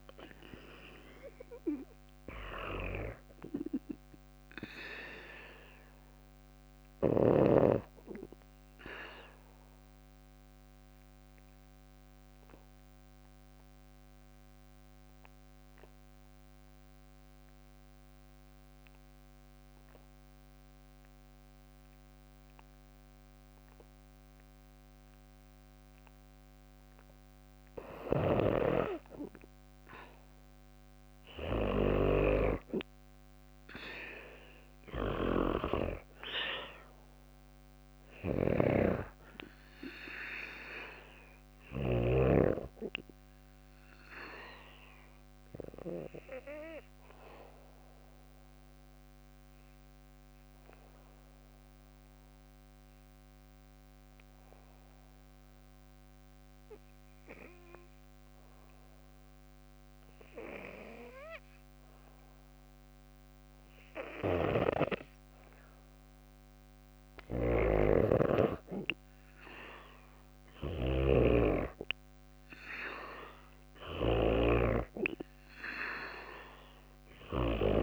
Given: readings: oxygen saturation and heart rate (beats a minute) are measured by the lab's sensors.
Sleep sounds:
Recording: breathing in sleep by a microphone on the trachea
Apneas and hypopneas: 2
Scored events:
0.00-23.50 s: oxygen desaturation (device-marked, oxygen 91% lowest, heart rate 54 extreme)
8.50-26.00 s: obstructive apnea (oxygen 96% before, 87% lowest, heart rate 58 before, 54 extreme, up 3 after)
29.50-33.00 s: arousal
34.50-41.00 s: snoring (device-marked)
36.50-58.50 s: oxygen desaturation (device-marked, oxygen 97% before, 87% lowest, heart rate 56 before, 55 extreme)
47.50-65.50 s: obstructive apnea (oxygen 97% before, 87% lowest, heart rate 58 before, 55 extreme, up 4 after)
66.50-77.83 s: snoring (device-marked)
67.00-70.50 s: arousal
69.50-77.83 s: oxygen desaturation (device-marked, oxygen 97% before, 88% lowest, heart rate 56 before, 55 extreme)
From the record:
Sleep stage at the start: N2 (light sleep)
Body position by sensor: on the back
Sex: female

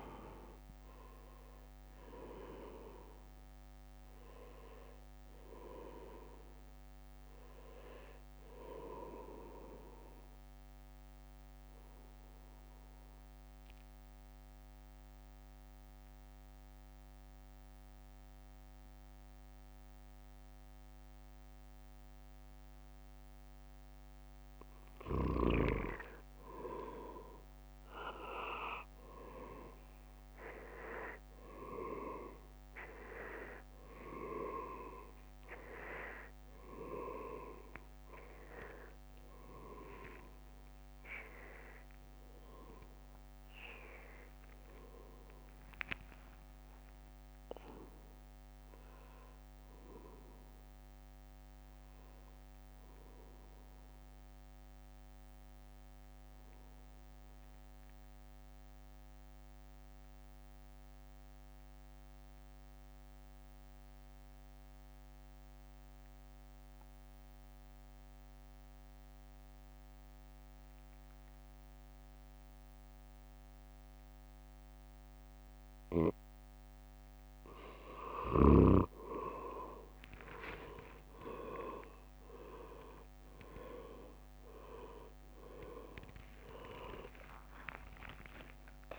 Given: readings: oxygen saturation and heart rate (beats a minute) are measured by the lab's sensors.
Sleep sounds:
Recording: breathing in sleep by a microphone on the trachea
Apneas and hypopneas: 2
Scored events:
0.00-8.00 s: drop in pulse transit time (device-marked, heart rate 70 extreme)
10.50-24.00 s: mixed apnea (oxygen 98% before, 94% lowest, heart rate 74 before, 51 extreme, up 6 after)
27.50-33.00 s: arousal
39.00-59.00 s: oxygen desaturation (device-marked, oxygen 98% before, 94% lowest, heart rate 55 before, 52 extreme)
45.00-46.50 s: leg movement (device-marked)
46.00-61.00 s: drop in pulse transit time (device-marked, heart rate 59 before, 59 extreme)
50.50-55.50 s: leg movement (device-marked)
57.00-78.00 s: obstructive apnea (oxygen 98% before, 91% lowest, heart rate 63 before, 52 extreme, up 11 after)
80.50-86.50 s: arousal
82.00-88.98 s: oxygen desaturation (device-marked, oxygen 98% before, 91% lowest, heart rate 55 before, 55 extreme)
82.50-88.98 s: leg movement (device-marked)
84.00-88.98 s: drop in pulse transit time (device-marked, heart rate 56 before, 65 extreme)
From the record:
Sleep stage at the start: N2 (light sleep)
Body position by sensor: on the back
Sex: male

